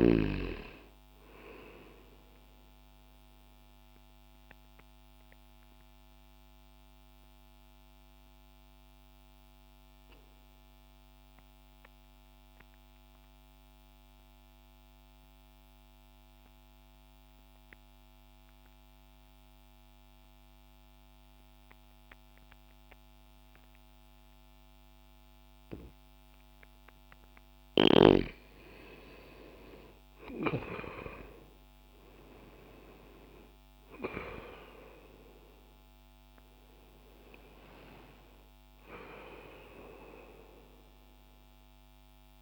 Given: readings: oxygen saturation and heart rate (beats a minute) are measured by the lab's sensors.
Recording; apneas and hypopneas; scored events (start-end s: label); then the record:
breathing in sleep by a microphone on the trachea; 1
0.00-22.50 s: oxygen desaturation (device-marked, oxygen 86% lowest, heart rate 60 extreme)
3.50-28.00 s: mixed apnea (oxygen 97% before, 86% lowest, heart rate 60 before, 60 extreme, up 0 after)
28.50-42.42 s: oxygen desaturation (device-marked, oxygen 96% before, 86% lowest, heart rate 60 before, 60 extreme)
30.00-34.50 s: arousal
From the record:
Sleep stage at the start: N2 (light sleep); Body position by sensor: on the left side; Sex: male